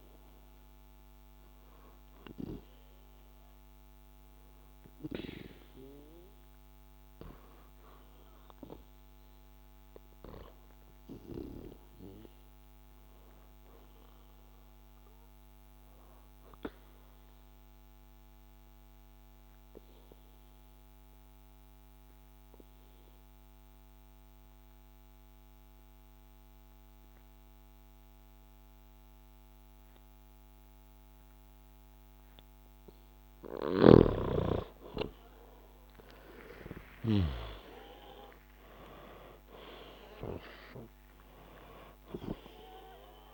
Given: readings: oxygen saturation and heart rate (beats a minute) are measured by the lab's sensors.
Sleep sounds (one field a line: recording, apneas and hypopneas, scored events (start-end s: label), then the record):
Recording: breathing in sleep by a microphone on the trachea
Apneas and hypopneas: 1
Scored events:
0.00-12.00 s: oxygen desaturation (device-marked, oxygen 92% lowest, heart rate 59 extreme)
17.00-34.00 s: obstructive apnea (oxygen 98% before, 92% lowest, heart rate 63 before, 59 extreme, up 4 after)
36.00-42.00 s: arousal
42.00-43.34 s: oxygen desaturation (device-marked, oxygen 98% before, 92% lowest, heart rate 62 before, 53 extreme)
From the record:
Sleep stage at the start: N2 (light sleep)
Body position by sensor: on the back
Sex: male